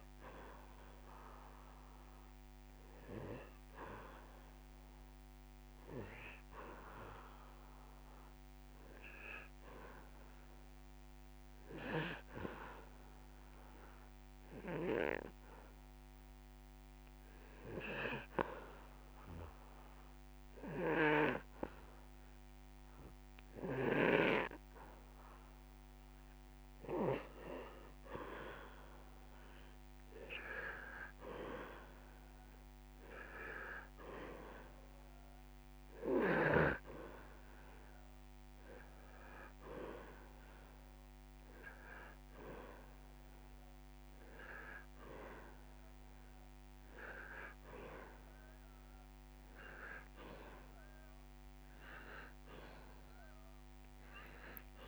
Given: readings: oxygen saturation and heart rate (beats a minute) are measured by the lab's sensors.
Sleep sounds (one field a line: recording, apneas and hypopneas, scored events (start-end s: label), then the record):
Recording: breathing in sleep by a microphone on the trachea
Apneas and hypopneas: 1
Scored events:
0.00-7.00 s: oxygen desaturation (device-marked, oxygen 87% lowest)
5.50-9.00 s: arousal
11.50-26.50 s: hypopnea (oxygen 99% before, 90% lowest)
22.50-24.50 s: long interval between heartbeats (device-marked)
28.00-30.50 s: arousal
28.00-51.00 s: oxygen desaturation (device-marked, oxygen 98% before, 90% lowest)
From the record:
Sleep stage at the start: N2 (light sleep)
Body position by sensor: on the back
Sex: male